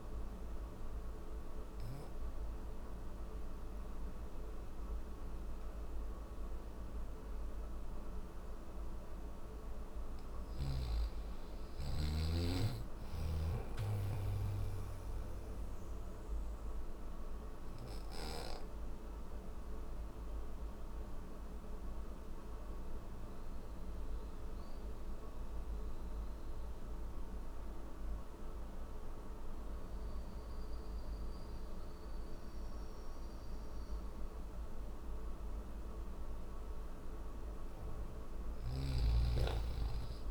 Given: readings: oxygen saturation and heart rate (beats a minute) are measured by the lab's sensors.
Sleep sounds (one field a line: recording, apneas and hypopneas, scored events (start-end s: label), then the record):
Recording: breathing in sleep, hard to hear, by a room microphone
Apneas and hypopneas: none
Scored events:
none scored
From the record:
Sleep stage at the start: N3 (deep sleep)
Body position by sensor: on the back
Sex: male